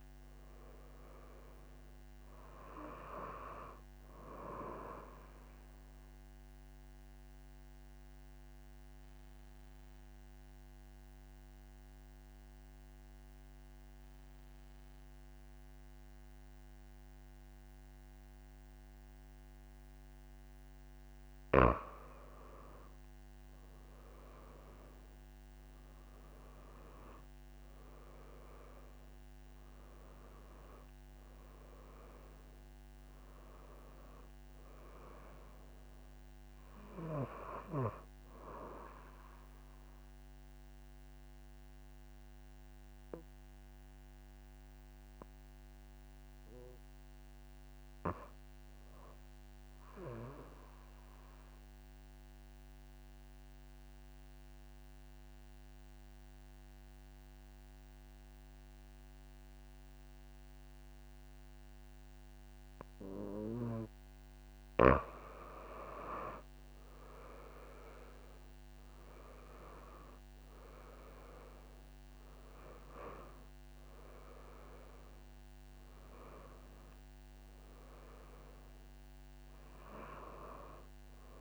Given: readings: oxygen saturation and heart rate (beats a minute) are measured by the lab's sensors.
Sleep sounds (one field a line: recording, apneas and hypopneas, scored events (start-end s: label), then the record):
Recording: breathing in sleep by a microphone on the trachea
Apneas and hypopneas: 2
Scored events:
0.00-17.00 s: oxygen desaturation (device-marked, oxygen 88% lowest)
6.00-21.00 s: obstructive apnea (oxygen 97% before, 88% lowest)
23.00-26.00 s: arousal
30.00-47.00 s: oxygen desaturation (device-marked, oxygen 98% before, 92% lowest)
51.50-65.00 s: obstructive apnea (oxygen 98% before, 89% lowest)
62.00-81.41 s: oxygen desaturation (device-marked, oxygen 97% before, 89% lowest)
66.00-69.00 s: arousal
From the record:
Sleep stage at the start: N2 (light sleep)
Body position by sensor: on the back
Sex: female